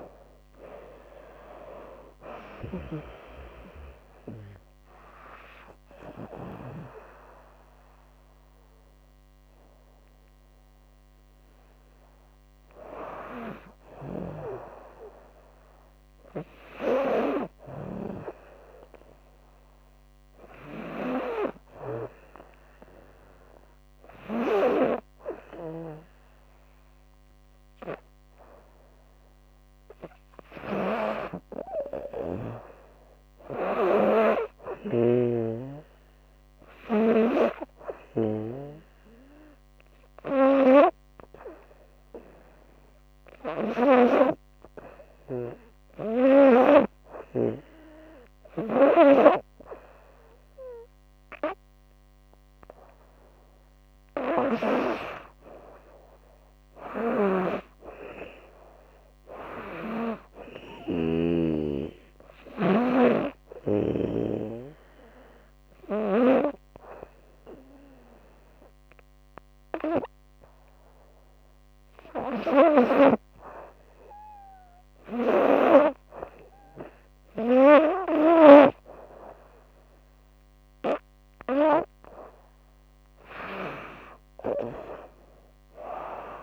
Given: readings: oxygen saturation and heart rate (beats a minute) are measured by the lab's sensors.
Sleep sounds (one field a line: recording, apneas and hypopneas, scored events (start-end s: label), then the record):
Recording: breathing in sleep by a microphone on the trachea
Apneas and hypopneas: 3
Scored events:
13.00-17.50 s: snoring (device-marked)
18.50-29.50 s: hypopnea (oxygen 97% before, 93% lowest, heart rate 78 before, 78 extreme, up 4 after)
31.50-34.50 s: arousal
39.00-52.00 s: hypopnea (oxygen 99% before, 93% lowest, heart rate 79 before, 81 extreme, up 5 after)
52.50-74.50 s: oxygen desaturation (device-marked, oxygen 97% before, 93% lowest, heart rate 82 before, 81 extreme)
55.00-58.50 s: arousal
60.00-63.50 s: snoring (device-marked)
64.50-81.50 s: hypopnea (oxygen 98% before, 93% lowest, heart rate 84 before, 77 extreme, up 10 after)
85.00-86.43 s: arousal
From the record:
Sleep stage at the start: N2 (light sleep)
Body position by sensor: on the back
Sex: female